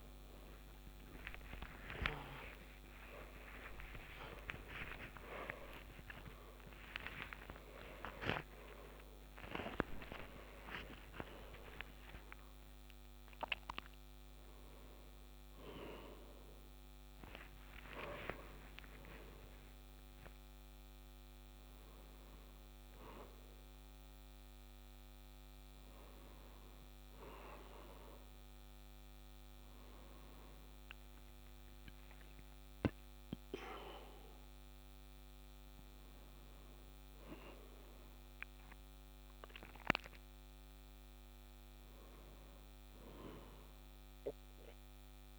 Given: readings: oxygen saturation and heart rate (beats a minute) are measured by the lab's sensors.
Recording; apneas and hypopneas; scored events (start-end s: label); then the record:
a person partly awake in a sleep study, by a microphone on the trachea; none
20.50-45.39 s: new sleep stage, N1 (lightest sleep)
From the record:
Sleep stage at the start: awake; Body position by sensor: on the back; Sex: male